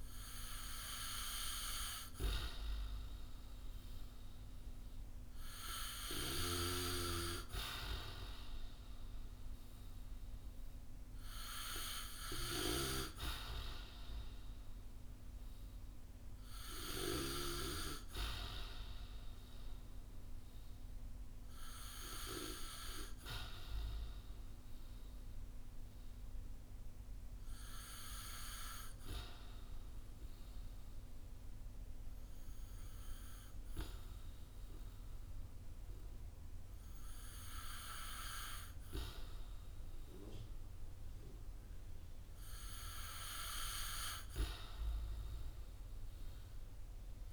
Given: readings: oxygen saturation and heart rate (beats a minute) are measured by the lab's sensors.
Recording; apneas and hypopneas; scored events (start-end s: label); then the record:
breathing in sleep by a room microphone; 1
24.00-43.00 s: hypopnea (oxygen 95% before, 92% lowest, heart rate 61 before, 52 extreme, up 8 after)
44.50-47.33 s: arousal
From the record:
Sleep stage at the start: N2 (light sleep); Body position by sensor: on the back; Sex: male